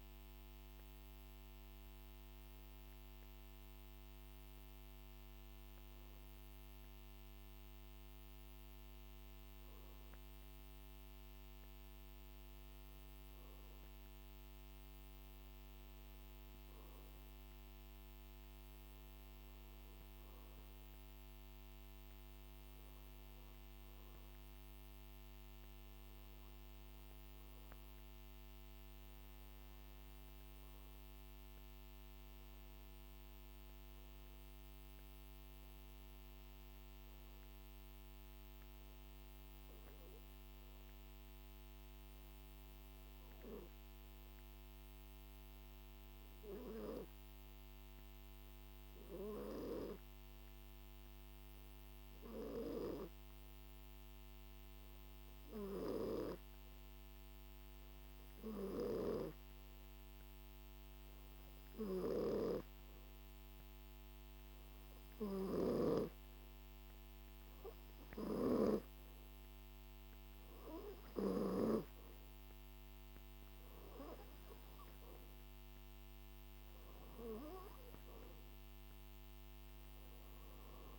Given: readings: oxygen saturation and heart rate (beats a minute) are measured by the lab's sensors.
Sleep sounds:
breathing in sleep by a microphone on the trachea; 1
43.50-65.00 s: hypopnea (oxygen 95% before, 89% lowest, heart rate 51 before, 50 extreme, up 4 after)
61.00-80.99 s: oxygen desaturation (device-marked, oxygen 92% before, 89% lowest, heart rate 53 before, 48 extreme)
66.50-70.50 s: arousal
From the record:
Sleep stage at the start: N2 (light sleep); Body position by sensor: on the back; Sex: male

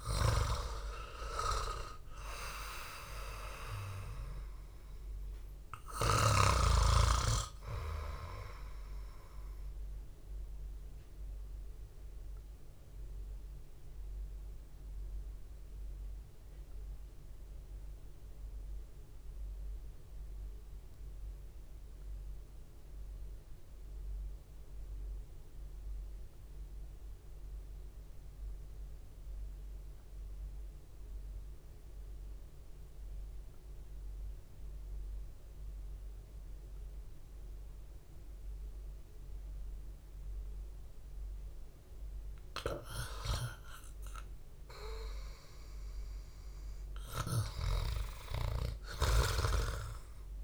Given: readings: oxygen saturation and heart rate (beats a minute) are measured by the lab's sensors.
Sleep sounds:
breathing in sleep by a room microphone; 1
0.00-4.00 s: arousal
0.00-15.50 s: oxygen desaturation (device-marked, oxygen 90% lowest, heart rate 56 extreme)
12.00-43.50 s: obstructive apnea (oxygen 98% before, 90% lowest, heart rate 60 before, 57 extreme)
46.50-50.44 s: arousal
From the record:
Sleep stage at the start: REM sleep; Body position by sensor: on the back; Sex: male

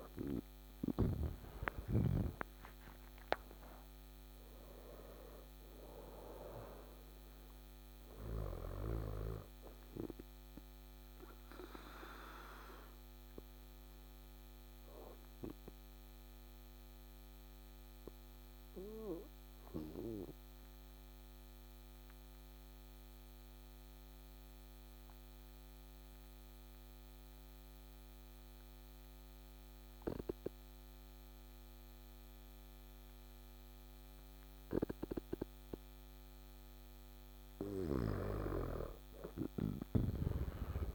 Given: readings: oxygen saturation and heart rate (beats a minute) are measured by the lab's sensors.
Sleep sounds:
breathing in sleep by a microphone on the trachea; 1
0.00-1.00 s: arousal
0.00-23.50 s: oxygen desaturation (device-marked, oxygen 94% lowest, heart rate 54 extreme)
11.00-32.50 s: obstructive apnea (oxygen 98% before, 92% lowest, heart rate 62 before, 54 extreme, up 4 after)
35.50-40.00 s: arousal
35.50-40.95 s: oxygen desaturation (device-marked, oxygen 98% before, 92% lowest, heart rate 56 before, 54 extreme)
From the record:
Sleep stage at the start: N2 (light sleep); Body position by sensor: on the back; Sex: male

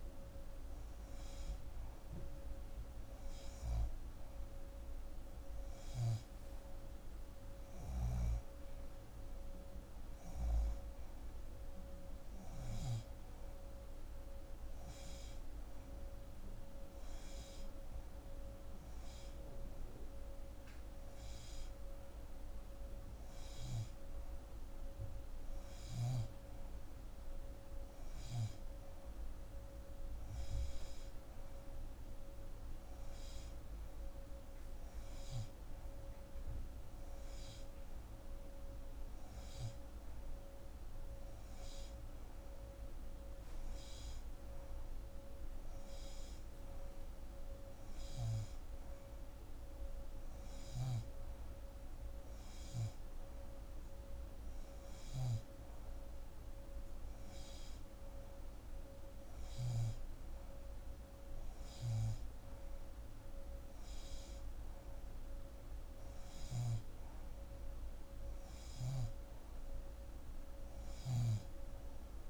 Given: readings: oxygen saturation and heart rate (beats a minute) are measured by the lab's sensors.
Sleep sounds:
breathing in sleep, hard to hear, by a room microphone; none
none scored
From the record:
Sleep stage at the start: N2 (light sleep); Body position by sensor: on the left side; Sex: female

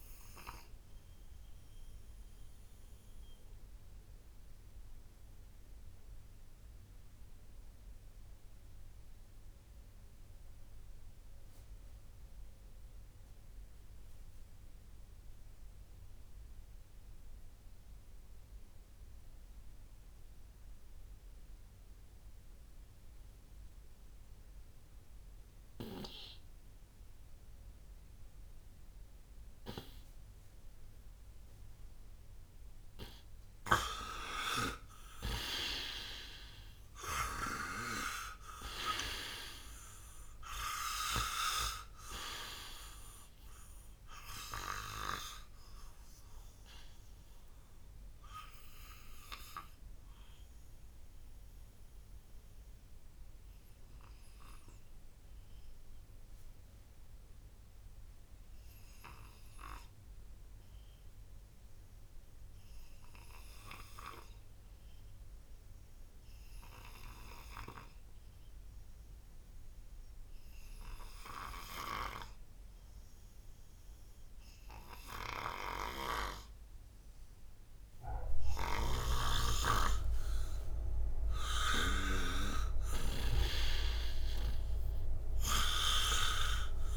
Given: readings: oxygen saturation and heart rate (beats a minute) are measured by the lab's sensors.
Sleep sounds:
breathing in sleep by a room microphone; 2
0.00-21.50 s: oxygen desaturation (device-marked, oxygen 85% lowest, heart rate 55 extreme)
1.00-33.00 s: obstructive apnea (oxygen 98% before, 84% lowest, heart rate 63 before, 55 extreme, up 7 after)
29.50-65.50 s: oxygen desaturation (device-marked, oxygen 98% before, 84% lowest, heart rate 61 before, 56 extreme)
34.50-39.00 s: arousal
45.50-81.00 s: obstructive apnea (oxygen 98% before, 84% lowest, heart rate 64 before, 56 extreme, up 25 after)
73.50-86.97 s: oxygen desaturation (device-marked, oxygen 98% before, 86% lowest, heart rate 59 before, 56 extreme)
78.50-83.50 s: snoring (device-marked)
83.00-86.00 s: arousal
From the record:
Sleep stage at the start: N2 (light sleep); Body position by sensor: on the right side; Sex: male

